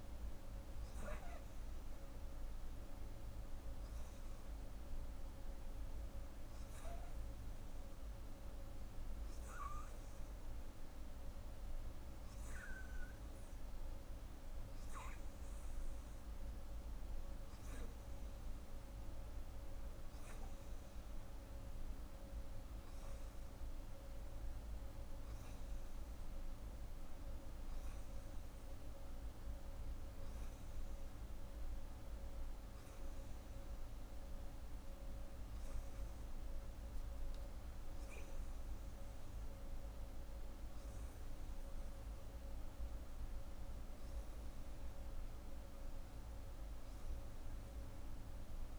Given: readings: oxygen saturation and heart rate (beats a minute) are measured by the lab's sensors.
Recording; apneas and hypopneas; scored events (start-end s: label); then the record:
breathing in sleep, hard to hear, by a room microphone; none
none scored
From the record:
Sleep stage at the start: N2 (light sleep); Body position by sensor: on the right side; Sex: female